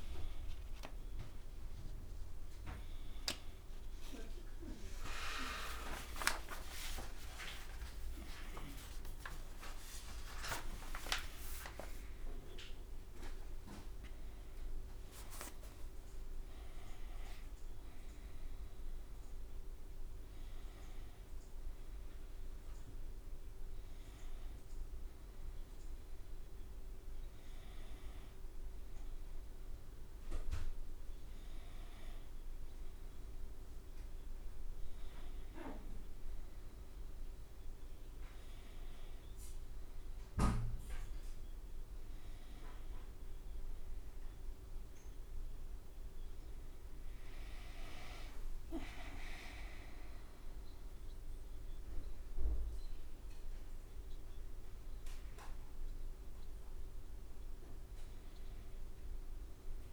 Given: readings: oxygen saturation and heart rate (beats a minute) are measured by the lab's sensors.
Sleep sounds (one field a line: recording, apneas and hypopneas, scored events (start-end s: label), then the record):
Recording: a person awake in a sleep study, by a room microphone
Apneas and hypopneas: none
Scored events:
50.50-59.93 s: drop in pulse transit time (device-marked, heart rate 74 before, 73 extreme)
From the record:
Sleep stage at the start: awake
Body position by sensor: on the right side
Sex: male